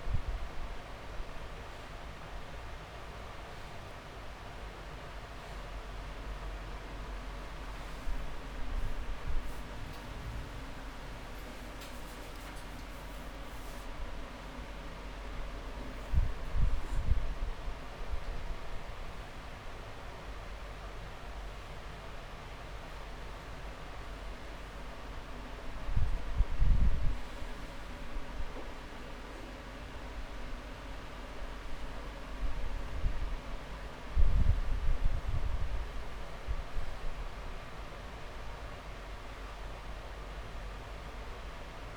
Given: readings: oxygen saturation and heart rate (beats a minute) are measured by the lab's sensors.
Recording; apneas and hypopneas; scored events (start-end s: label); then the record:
breathing in sleep, hard to hear, by a room microphone; none
0.00-2.00 s: long interval between heartbeats (device-marked, heart rate 38 before, 25 extreme)
5.50-7.50 s: long interval between heartbeats (device-marked, heart rate 37 before, 29 extreme)
15.50-24.50 s: drop in pulse transit time (device-marked)
36.50-41.97 s: drop in pulse transit time (device-marked)
From the record:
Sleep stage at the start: N2 (light sleep); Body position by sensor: on the back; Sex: male